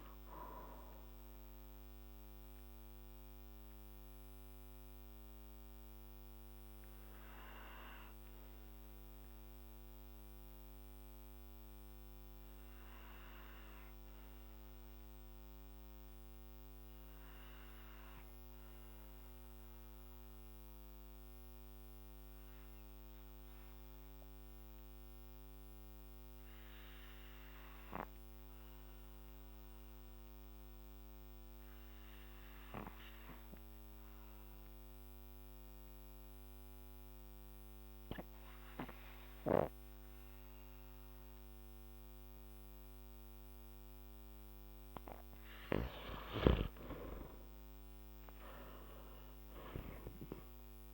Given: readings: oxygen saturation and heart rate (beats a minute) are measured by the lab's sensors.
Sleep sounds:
breathing in sleep by a microphone on the trachea; 1
2.50-44.00 s: obstructive apnea (oxygen 95% before, 86% lowest, heart rate 61 before, 50 extreme, up 7 after)
8.00-21.00 s: oxygen desaturation (device-marked, oxygen 95% before, 87% lowest, heart rate 61 before, 53 extreme)
44.00-50.94 s: oxygen desaturation (device-marked, oxygen 97% before, 86% lowest, heart rate 54 before, 50 extreme)
47.00-50.94 s: arousal
From the record:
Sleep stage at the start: N2 (light sleep); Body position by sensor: on the back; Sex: male

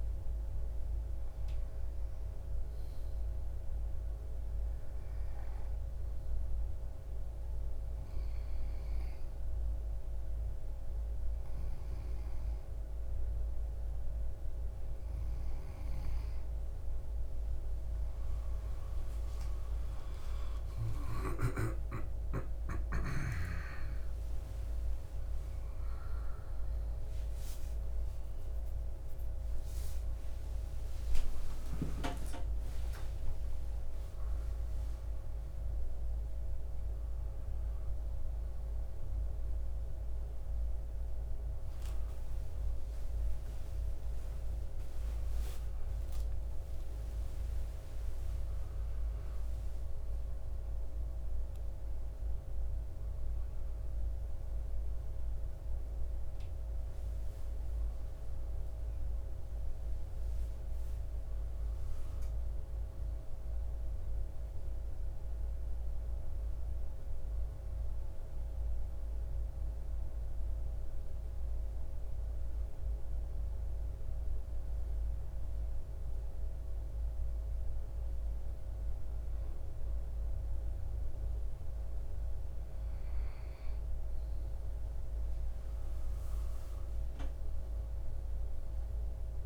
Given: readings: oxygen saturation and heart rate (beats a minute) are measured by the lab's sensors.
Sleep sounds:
breathing in sleep, hard to hear, by a room microphone; 2
4.50-17.50 s: hypopnea (oxygen 95% before, 90% lowest, heart rate 56 before, 56 extreme, up 37 after)
23.50-29.50 s: arousal
44.50-74.50 s: new sleep stage, N1 (lightest sleep)
61.50-65.50 s: arousal
67.50-79.00 s: obstructive apnea (oxygen 97% before, 91% lowest, heart rate 75 before, 55 extreme, up 3 after)
74.50-89.46 s: new sleep stage, N2 (light sleep)
84.50-89.46 s: arousal
From the record:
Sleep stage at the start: N2 (light sleep); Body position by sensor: on the back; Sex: male

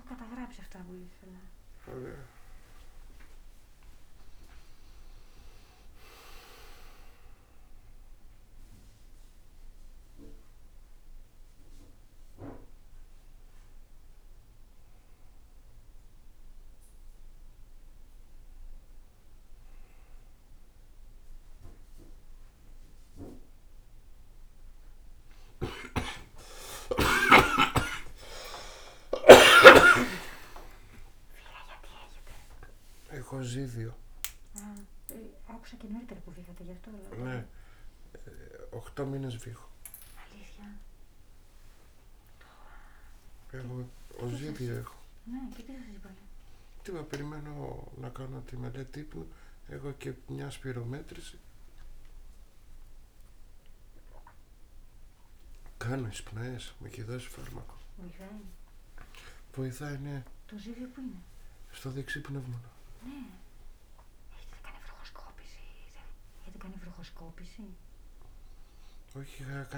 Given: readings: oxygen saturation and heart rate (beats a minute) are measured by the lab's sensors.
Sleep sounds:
a person awake in a sleep study, by a room microphone; none
25.00-59.50 s: snoring (device-marked)
38.50-42.50 s: oxygen desaturation (device-marked, oxygen 98% before, 94% lowest, heart rate 66 before, 69 extreme)
From the record:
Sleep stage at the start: awake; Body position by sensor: on the back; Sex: male

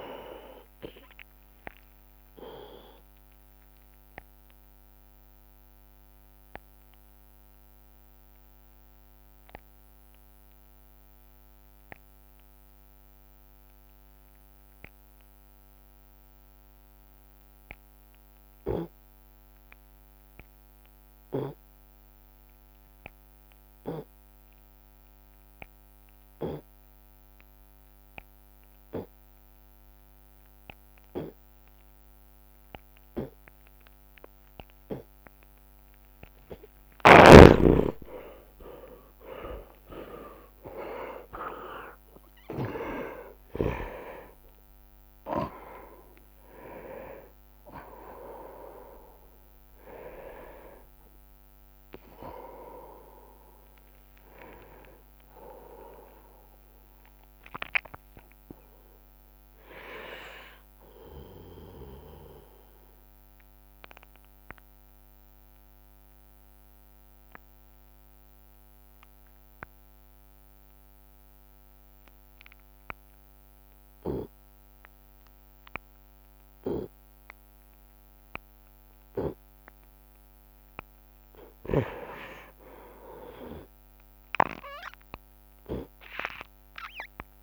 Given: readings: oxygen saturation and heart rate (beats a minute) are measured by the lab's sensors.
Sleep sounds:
breathing in sleep by a microphone on the trachea; 2
0.00-2.50 s: tachycardia (device-marked)
1.50-35.50 s: obstructive apnea (oxygen 99% before, 73% lowest)
16.50-26.50 s: oxygen desaturation (device-marked, oxygen 96% before, 84% lowest)
33.50-36.50 s: tachycardia (device-marked)
37.50-39.50 s: long interval between heartbeats (device-marked)
38.00-43.00 s: arousal
41.50-43.50 s: long interval between heartbeats (device-marked, heart rate 32 before, 84 extreme)
41.50-51.50 s: oxygen desaturation (device-marked, oxygen 99% before, 92% lowest)
43.50-45.50 s: long interval between heartbeats (device-marked, heart rate 41 before, 77 extreme)
59.50-76.50 s: oxygen desaturation (device-marked, oxygen 93% before, 73% lowest)
62.00-80.00 s: obstructive apnea (oxygen 99% before, 73% lowest)
81.50-86.50 s: arousal
From the record:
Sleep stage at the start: N2 (light sleep); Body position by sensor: on the right side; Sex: male

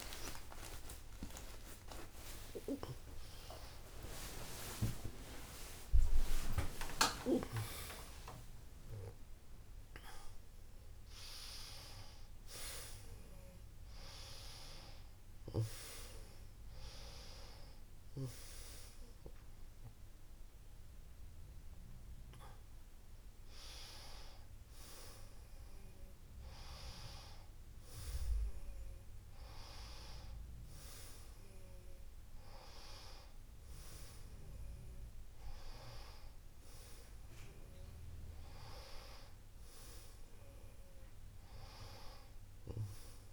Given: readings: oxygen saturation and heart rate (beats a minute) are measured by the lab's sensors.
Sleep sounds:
a person awake in a sleep study, by a room microphone; none
0.00-9.00 s: oxygen desaturation (device-marked, oxygen 95% lowest, heart rate 66 extreme)
From the record:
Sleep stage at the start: awake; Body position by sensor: on the back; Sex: female

